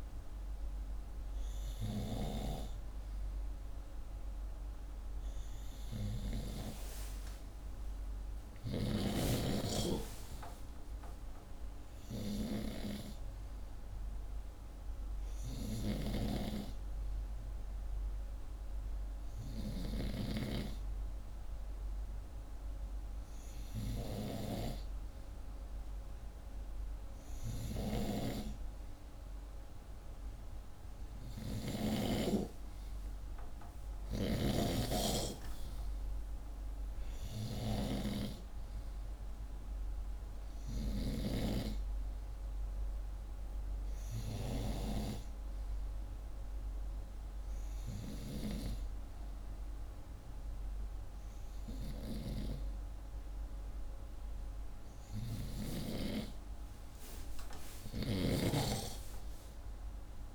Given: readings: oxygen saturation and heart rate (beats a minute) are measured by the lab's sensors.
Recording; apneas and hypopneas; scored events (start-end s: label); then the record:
breathing in sleep by a room microphone; none
15.50-20.50 s: snoring (device-marked)
27.50-41.00 s: snoring (device-marked)
From the record:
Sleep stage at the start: N2 (light sleep); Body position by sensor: upright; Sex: male